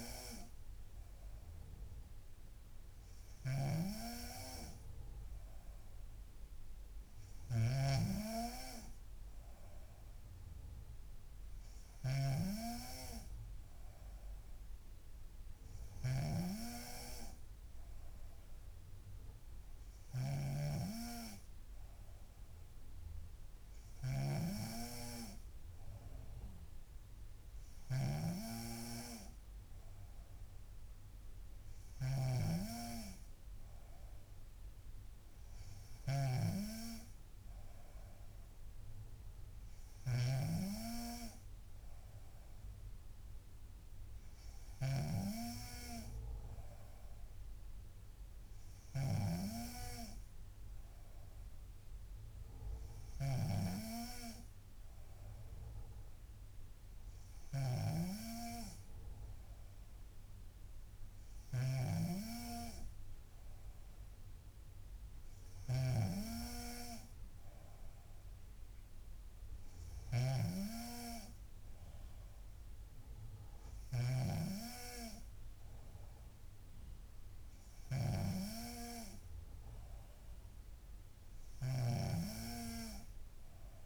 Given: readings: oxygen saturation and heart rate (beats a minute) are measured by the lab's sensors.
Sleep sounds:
breathing in sleep by a room microphone; none
0.00-8.50 s: snoring (device-marked)
20.50-32.50 s: snoring (device-marked)
40.50-66.50 s: snoring (device-marked)
82.00-83.86 s: snoring (device-marked)
From the record:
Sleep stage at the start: N3 (deep sleep); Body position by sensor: on the back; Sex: female

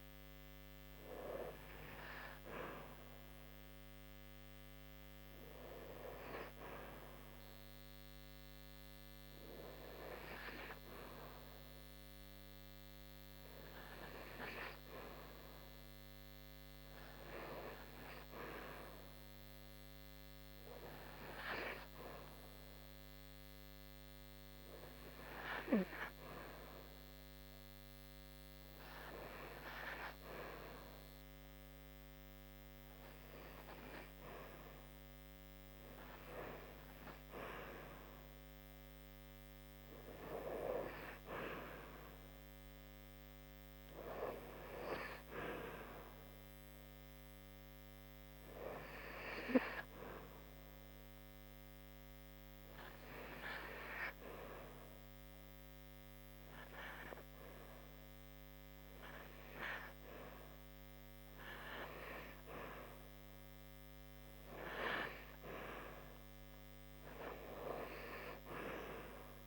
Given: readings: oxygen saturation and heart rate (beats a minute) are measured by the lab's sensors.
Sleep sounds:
breathing in sleep by a microphone on the trachea; 2
5.50-33.50 s: hypopnea (oxygen 96% before, 90% lowest)
36.50-39.00 s: arousal
49.50-64.00 s: obstructive apnea (oxygen 94% before, 90% lowest)
67.50-69.47 s: arousal
From the record:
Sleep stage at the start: REM sleep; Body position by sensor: on the back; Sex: female

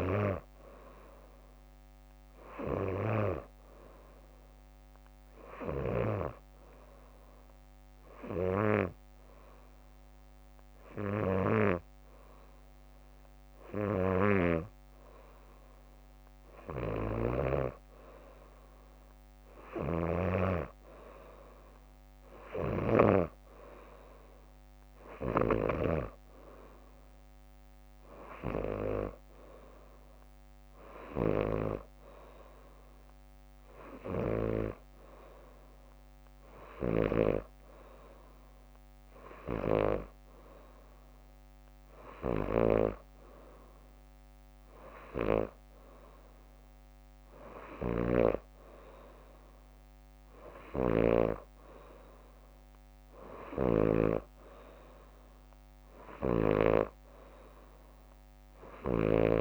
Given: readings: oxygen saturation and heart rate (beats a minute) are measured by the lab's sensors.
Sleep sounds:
breathing in sleep by a microphone on the trachea; 1
0.00-1.00 s: leg movement (device-marked)
2.00-8.50 s: leg movement (device-marked)
5.50-16.50 s: hypopnea (oxygen 92% before, 89% lowest, heart rate 64 before, 60 extreme, up 4 after)
14.00-17.50 s: snoring (device-marked)
19.50-23.00 s: snoring (device-marked)
21.00-24.50 s: arousal
25.00-34.50 s: snoring (device-marked)
36.50-54.00 s: snoring (device-marked)
48.00-52.00 s: leg movement (device-marked)
53.00-59.41 s: leg movement (device-marked)
From the record:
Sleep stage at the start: N2 (light sleep); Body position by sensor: on the back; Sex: female

